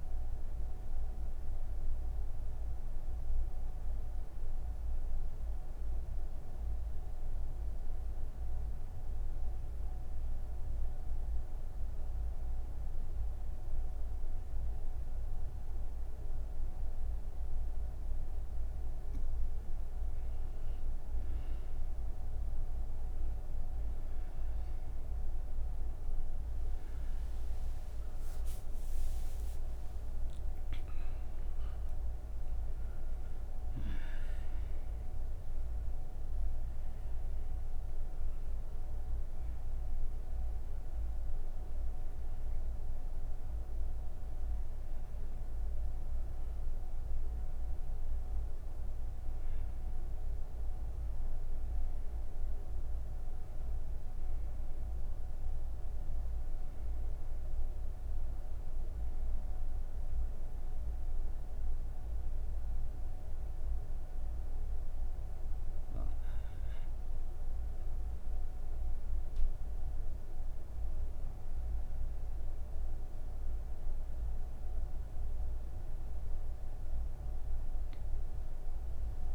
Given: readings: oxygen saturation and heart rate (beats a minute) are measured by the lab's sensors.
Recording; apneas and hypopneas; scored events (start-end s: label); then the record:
breathing in sleep, hard to hear, by a room microphone; none
21.50-35.50 s: oxygen desaturation (device-marked, oxygen 98% before, 93% lowest, heart rate 176 before, 64 extreme)
58.50-75.50 s: oxygen desaturation (device-marked, oxygen 93% before, 88% lowest, heart rate 104 before, 59 extreme)
From the record:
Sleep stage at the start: N2 (light sleep); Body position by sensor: on the right side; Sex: female